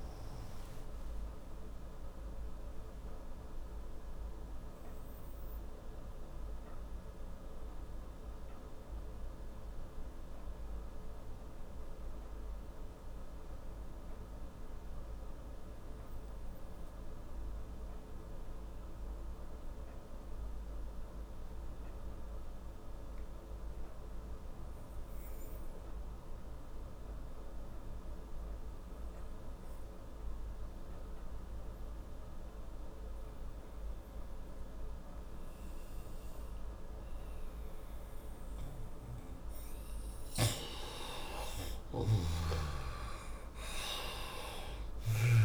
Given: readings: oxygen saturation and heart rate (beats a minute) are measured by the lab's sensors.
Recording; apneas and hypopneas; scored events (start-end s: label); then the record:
breathing in sleep by a room microphone; 1
0.00-16.00 s: oxygen desaturation (device-marked, oxygen 87% lowest, heart rate 57 extreme)
2.50-38.50 s: mixed apnea (oxygen 96% before, 87% lowest, heart rate 72 before, 57 extreme, up 51 after)
30.00-45.45 s: oxygen desaturation (device-marked, oxygen 98% before, 87% lowest, heart rate 61 before, 55 extreme)
41.00-45.45 s: arousal
41.50-45.45 s: snoring (device-marked)
From the record:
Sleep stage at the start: N2 (light sleep); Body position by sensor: on the right side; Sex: male